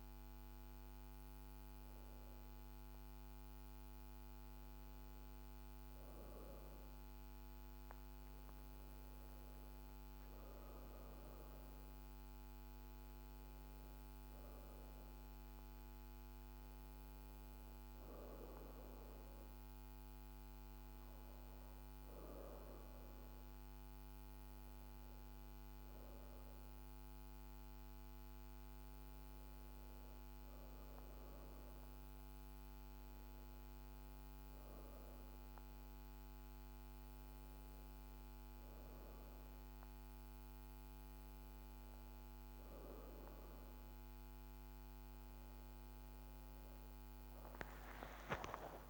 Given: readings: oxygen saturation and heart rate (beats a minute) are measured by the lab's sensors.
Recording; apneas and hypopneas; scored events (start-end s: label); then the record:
breathing in sleep, hard to hear, by a microphone on the trachea; none
4.00-18.00 s: oxygen desaturation (device-marked, oxygen 96% before, 93% lowest)
47.00-48.90 s: arousal
From the record:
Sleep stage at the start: N2 (light sleep); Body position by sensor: on the back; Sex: female